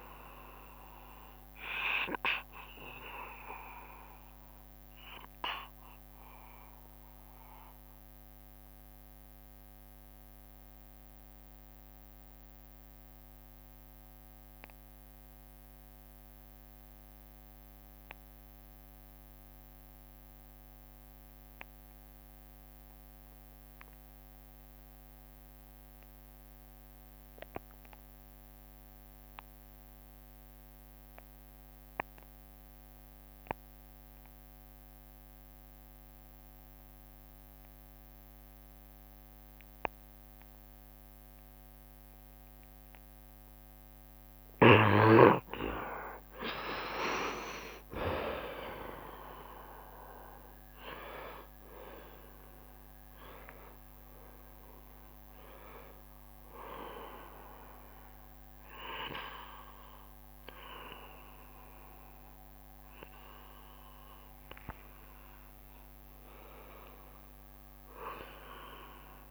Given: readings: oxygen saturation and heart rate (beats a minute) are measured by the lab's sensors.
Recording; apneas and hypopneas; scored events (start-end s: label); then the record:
breathing in sleep by a microphone on the trachea; 1
0.00-15.00 s: oxygen desaturation (device-marked, oxygen 83% lowest, heart rate 67 extreme)
1.00-42.50 s: obstructive apnea (oxygen 95% before, 78% lowest, heart rate 74 before, 67 extreme, up 3 after)
26.00-63.00 s: oxygen desaturation (device-marked, oxygen 94% before, 78% lowest, heart rate 68 before, 69 extreme)
45.50-50.00 s: arousal
53.00-55.00 s: long interval between heartbeats (device-marked, heart rate 71 before, 91 extreme)
55.00-69.31 s: new sleep stage, N1 (lightest sleep)
63.00-68.00 s: tachycardia (device-marked, heart rate 70 before, 110 extreme)
65.50-69.31 s: arousal
From the record:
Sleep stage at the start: N2 (light sleep); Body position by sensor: on the right side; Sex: male